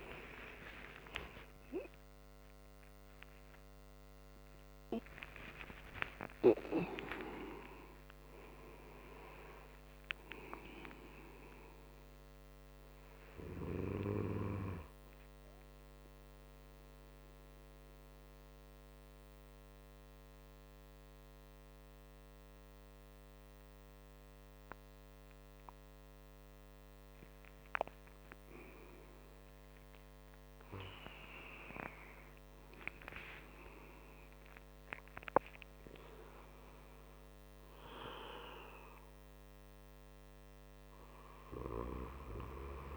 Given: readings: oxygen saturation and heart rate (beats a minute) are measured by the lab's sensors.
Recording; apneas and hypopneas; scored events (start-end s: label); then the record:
breathing in sleep by a microphone on the trachea; 1
0.00-6.00 s: arousal
16.50-30.50 s: mixed apnea (oxygen 95% before, 94% lowest, heart rate 121 before, 39 extreme)
31.50-36.00 s: arousal
35.00-42.97 s: oxygen desaturation (device-marked, oxygen 97% before, 94% lowest, heart rate 99 before, 129 extreme)
From the record:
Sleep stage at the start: N2 (light sleep); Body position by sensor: on the right side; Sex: male